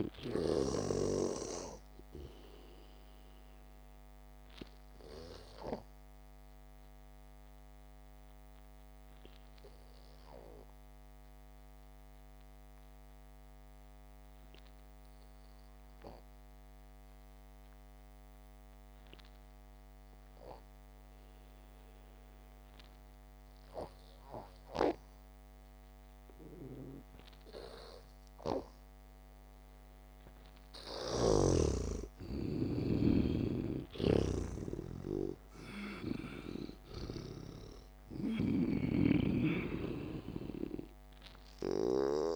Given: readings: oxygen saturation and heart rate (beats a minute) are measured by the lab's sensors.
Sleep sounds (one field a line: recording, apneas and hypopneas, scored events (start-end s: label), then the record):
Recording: breathing in sleep by a microphone on the trachea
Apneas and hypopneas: 1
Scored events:
0.00-1.50 s: arousal
6.50-28.00 s: obstructive apnea (oxygen 96% before, 88% lowest, heart rate 59 before, 50 extreme)
17.00-28.00 s: oxygen desaturation (device-marked, oxygen 93% before, 89% lowest, heart rate 57 before, 50 extreme)
30.00-33.50 s: arousal
34.00-42.36 s: snoring (device-marked)
37.00-42.36 s: oxygen desaturation (device-marked, oxygen 97% before, 93% lowest, heart rate 58 before, 53 extreme)
From the record:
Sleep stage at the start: N2 (light sleep)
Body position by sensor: on the back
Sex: male